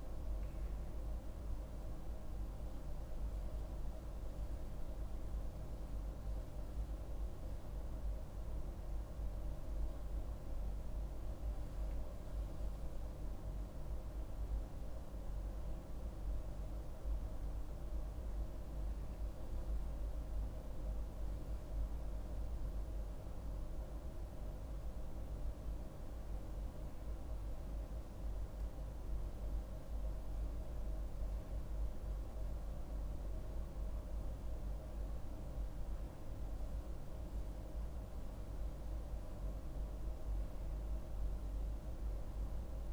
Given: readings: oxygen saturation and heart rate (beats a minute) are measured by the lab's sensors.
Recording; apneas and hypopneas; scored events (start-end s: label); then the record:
breathing in sleep, hard to hear, by a room microphone; none
none scored
From the record:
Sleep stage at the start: N1 (lightest sleep); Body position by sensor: on the back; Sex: female